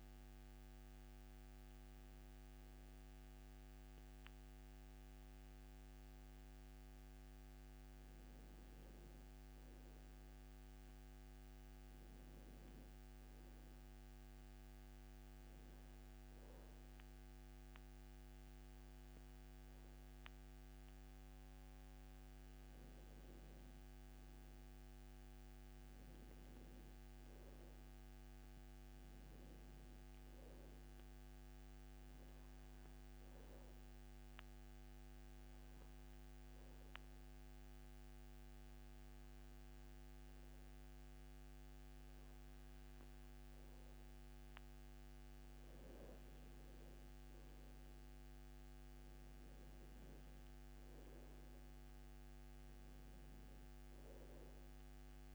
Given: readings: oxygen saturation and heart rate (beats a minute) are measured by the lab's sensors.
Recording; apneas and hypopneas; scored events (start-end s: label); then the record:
breathing in sleep, hard to hear, by a microphone on the trachea; 2
0.00-3.00 s: oxygen desaturation (device-marked, oxygen 91% lowest, heart rate 64 extreme)
7.00-55.35 s: new sleep stage, N2 (light sleep)
13.00-24.50 s: hypopnea (oxygen 98% before, 90% lowest, heart rate 74 before, 69 extreme, up 5 after)
26.50-30.00 s: arousal
31.00-41.00 s: oxygen desaturation (device-marked, oxygen 96% before, 93% lowest, heart rate 72 before, 69 extreme)
33.50-45.00 s: obstructive apnea (oxygen 98% before, 90% lowest, heart rate 72 before, 69 extreme, up 5 after)
48.00-51.50 s: arousal
53.00-55.35 s: oxygen desaturation (device-marked, oxygen 96% before, 91% lowest, heart rate 72 before, 68 extreme)
From the record:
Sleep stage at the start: N1 (lightest sleep); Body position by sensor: on the back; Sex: male